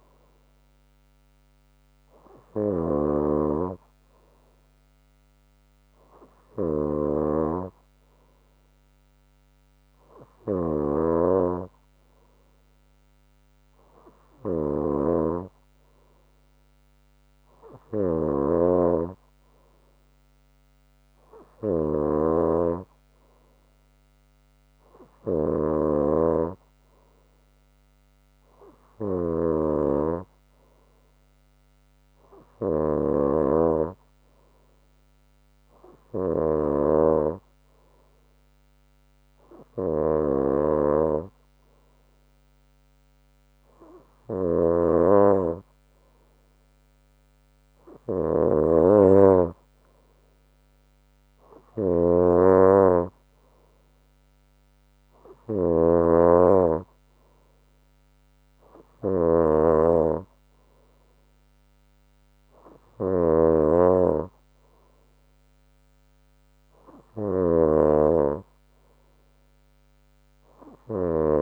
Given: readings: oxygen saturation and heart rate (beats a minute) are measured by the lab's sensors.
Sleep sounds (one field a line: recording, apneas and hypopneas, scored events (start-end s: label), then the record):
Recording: breathing in sleep by a microphone on the trachea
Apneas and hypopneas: none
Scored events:
0.00-71.42 s: snoring (device-marked)
From the record:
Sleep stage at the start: N3 (deep sleep)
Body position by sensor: on the front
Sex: female